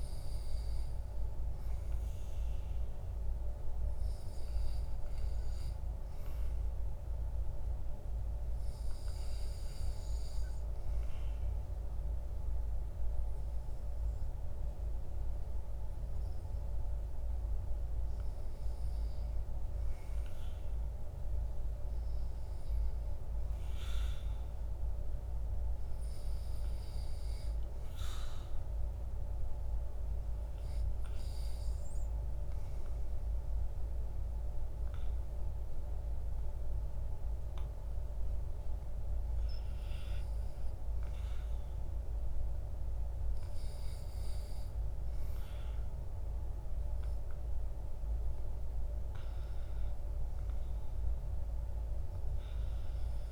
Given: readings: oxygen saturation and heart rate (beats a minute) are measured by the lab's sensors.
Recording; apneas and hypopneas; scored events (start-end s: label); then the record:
breathing in sleep, hard to hear, by a room microphone; none
none scored
From the record:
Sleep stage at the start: REM sleep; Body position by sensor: on the back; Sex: male